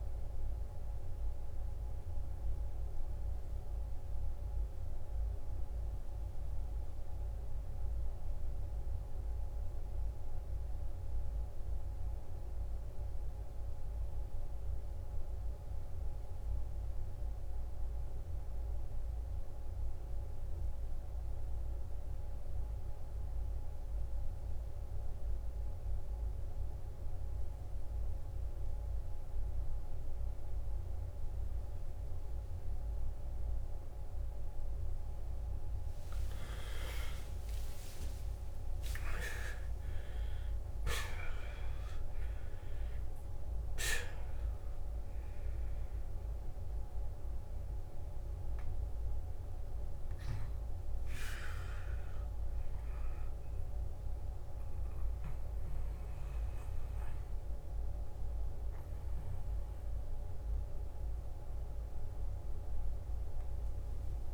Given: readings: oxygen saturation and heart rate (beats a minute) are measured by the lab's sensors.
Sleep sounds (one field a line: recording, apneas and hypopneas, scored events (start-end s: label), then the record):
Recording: breathing in sleep, hard to hear, by a room microphone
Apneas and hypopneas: 1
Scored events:
0.00-5.00 s: oxygen desaturation (device-marked, oxygen 88% lowest, heart rate 52 extreme)
2.00-35.00 s: obstructive apnea (oxygen 95% before, 88% lowest, heart rate 68 before, 52 extreme, up 18 after)
23.00-42.00 s: oxygen desaturation (device-marked, oxygen 97% before, 91% lowest, heart rate 54 before, 53 extreme)
36.50-40.50 s: arousal
44.00-64.34 s: oxygen desaturation (device-marked, oxygen 95% before, 88% lowest, heart rate 58 before, 53 extreme)
From the record:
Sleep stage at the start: N2 (light sleep)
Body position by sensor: on the back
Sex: male